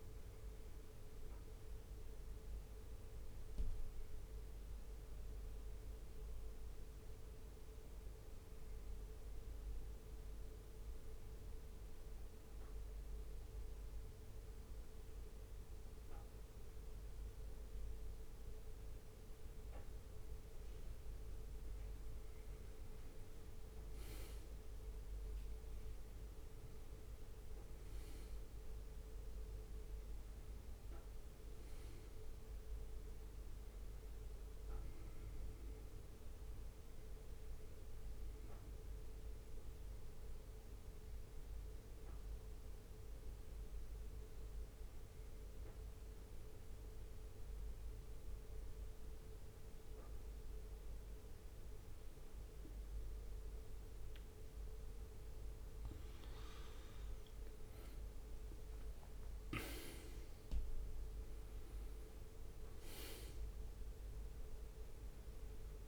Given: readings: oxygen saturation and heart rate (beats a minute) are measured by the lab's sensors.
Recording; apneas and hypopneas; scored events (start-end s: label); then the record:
breathing in sleep, hard to hear, by a room microphone; 2
8.00-21.00 s: obstructive apnea (oxygen 96% before, 91% lowest, heart rate 69 before, 64 extreme, up 2 after)
24.50-29.00 s: arousal
29.00-50.00 s: oxygen desaturation (device-marked, oxygen 95% before, 91% lowest, heart rate 67 before, 64 extreme)
38.00-55.00 s: obstructive apnea (oxygen 95% before, 91% lowest, heart rate 67 before, 64 extreme, up 6 after)
57.00-61.50 s: arousal
58.00-59.50 s: leg movement (device-marked)
61.00-65.88 s: oxygen desaturation (device-marked, oxygen 97% before, 93% lowest, heart rate 66 before, 64 extreme)
From the record:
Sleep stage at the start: N2 (light sleep); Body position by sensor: on the back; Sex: male